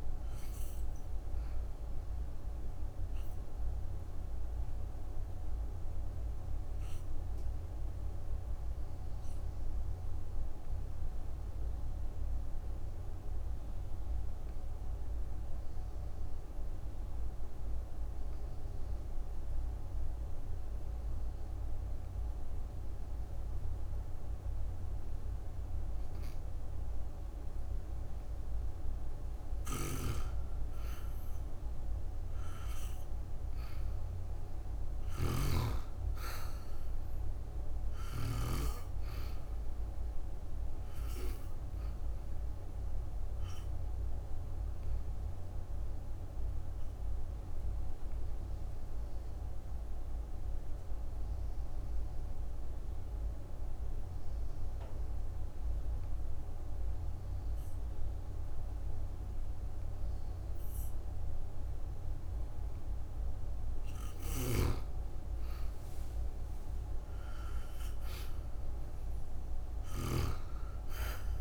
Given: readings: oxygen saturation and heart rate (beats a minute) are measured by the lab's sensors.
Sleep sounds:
breathing in sleep, hard to hear, by a room microphone; 2
0.00-22.50 s: oxygen desaturation (device-marked, oxygen 87% lowest, heart rate 56 extreme)
1.00-28.50 s: obstructive apnea (oxygen 98% before, 87% lowest, heart rate 64 before, 56 extreme, up 12 after)
28.50-32.00 s: arousal
29.50-38.50 s: snoring (device-marked)
36.50-60.50 s: oxygen desaturation (device-marked, oxygen 97% before, 87% lowest, heart rate 63 before, 59 extreme)
44.00-62.50 s: obstructive apnea (oxygen 98% before, 87% lowest, heart rate 66 before, 59 extreme, up 11 after)
64.00-70.00 s: snoring (device-marked)
65.00-68.50 s: arousal
From the record:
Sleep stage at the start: N2 (light sleep); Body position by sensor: on the back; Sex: female

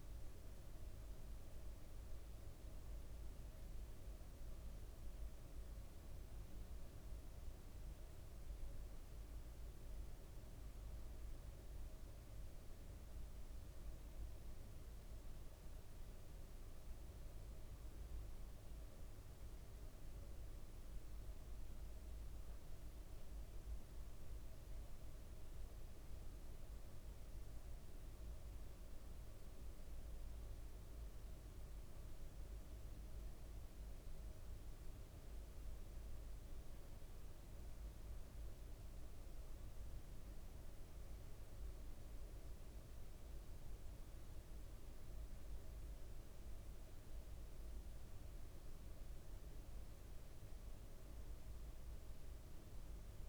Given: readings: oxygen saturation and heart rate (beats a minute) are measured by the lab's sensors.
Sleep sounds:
breathing in sleep, hard to hear, by a room microphone; none
none scored
From the record:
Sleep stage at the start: N1 (lightest sleep); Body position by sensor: on the right side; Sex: male

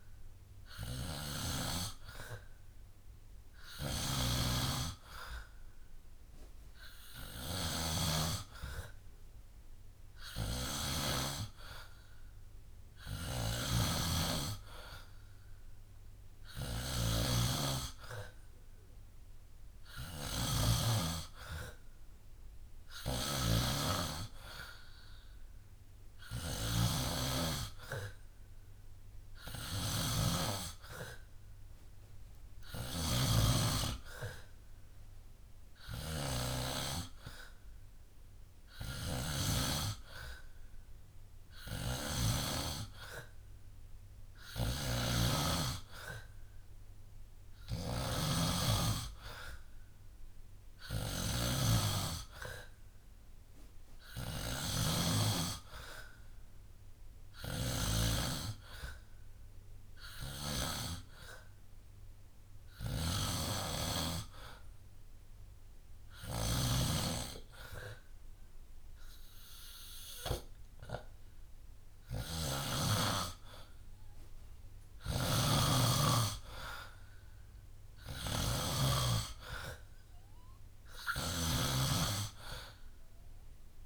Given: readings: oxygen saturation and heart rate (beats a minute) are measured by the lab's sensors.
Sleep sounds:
breathing in sleep by a room microphone; none
0.00-1.50 s: snoring (device-marked)
3.50-11.00 s: snoring (device-marked)
13.00-36.50 s: snoring (device-marked)
38.50-58.00 s: snoring (device-marked)
62.50-70.00 s: snoring (device-marked)
72.00-83.86 s: snoring (device-marked)
72.50-82.50 s: drop in pulse transit time (device-marked, heart rate 68 before, 65 extreme)
75.00-77.00 s: long interval between heartbeats (device-marked, heart rate 68 before, 73 extreme)
From the record:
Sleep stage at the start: N2 (light sleep); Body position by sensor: on the back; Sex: male

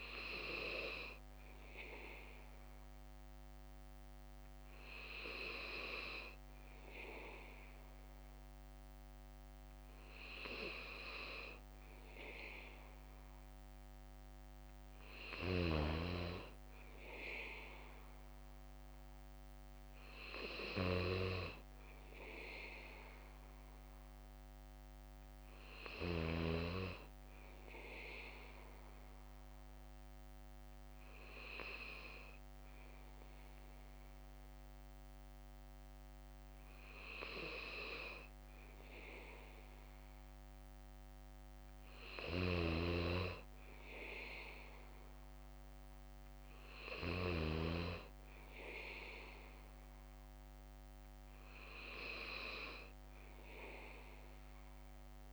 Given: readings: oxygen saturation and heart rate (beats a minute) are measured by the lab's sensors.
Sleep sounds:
breathing in sleep by a microphone on the trachea; none
0.00-6.00 s: bradycardia (device-marked, heart rate 59 extreme)
26.00-28.00 s: bradycardia (device-marked, heart rate 60 before, 61 extreme)
From the record:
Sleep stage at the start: N3 (deep sleep); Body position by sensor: on the back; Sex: male

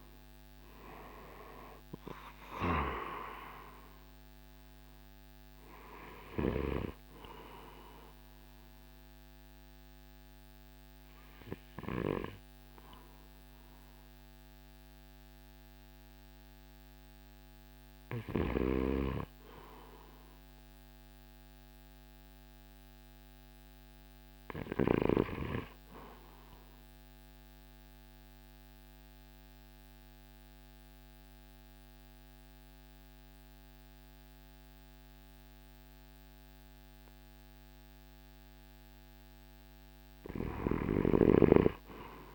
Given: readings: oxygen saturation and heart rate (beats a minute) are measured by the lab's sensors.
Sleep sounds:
breathing in sleep by a microphone on the trachea; 1
0.00-11.00 s: drop in pulse transit time (device-marked, heart rate 58 extreme)
0.00-23.00 s: oxygen desaturation (device-marked, oxygen 81% lowest, heart rate 52 extreme)
6.00-18.00 s: obstructive apnea (oxygen 96% before, 81% lowest, heart rate 62 before, 54 extreme, up 1 after)
21.50-26.00 s: arousal
From the record:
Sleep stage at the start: REM sleep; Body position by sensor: on the right side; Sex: male

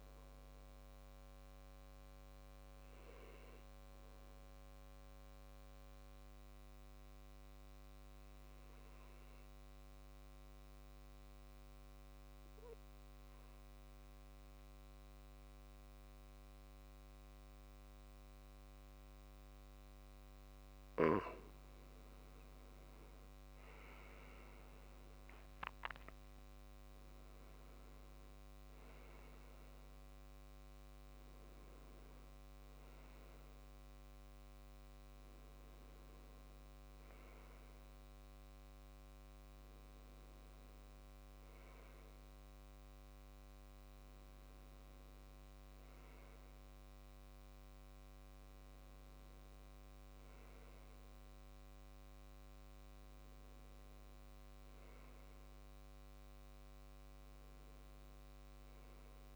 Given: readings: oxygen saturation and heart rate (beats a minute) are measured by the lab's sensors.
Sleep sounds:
breathing in sleep, hard to hear, by a microphone on the trachea; 1
4.00-19.00 s: obstructive apnea (oxygen 96% before, 91% lowest, heart rate 68 before, 68 extreme, up 5 after)
21.50-24.50 s: arousal
24.00-51.00 s: oxygen desaturation (device-marked, oxygen 96% before, 91% lowest, heart rate 69 before, 68 extreme)
53.00-57.00 s: arousal
From the record:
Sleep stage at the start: N2 (light sleep); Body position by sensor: on the left side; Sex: male

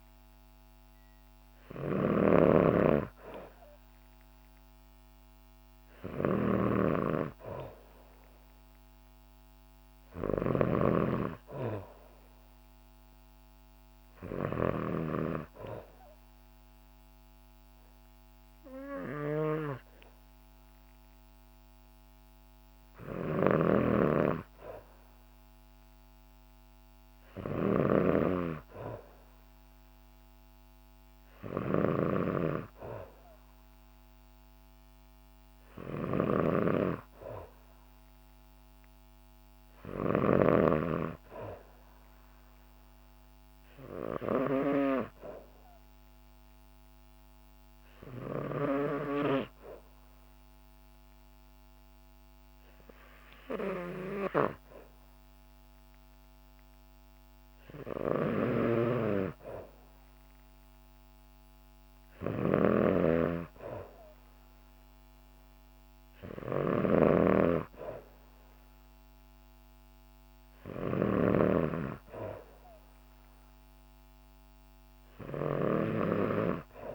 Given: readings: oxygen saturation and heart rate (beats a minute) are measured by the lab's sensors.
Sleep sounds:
breathing in sleep by a microphone on the trachea; none
0.00-40.50 s: snoring (device-marked)
58.00-76.95 s: snoring (device-marked)
From the record:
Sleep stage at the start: N2 (light sleep); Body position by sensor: on the back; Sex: female

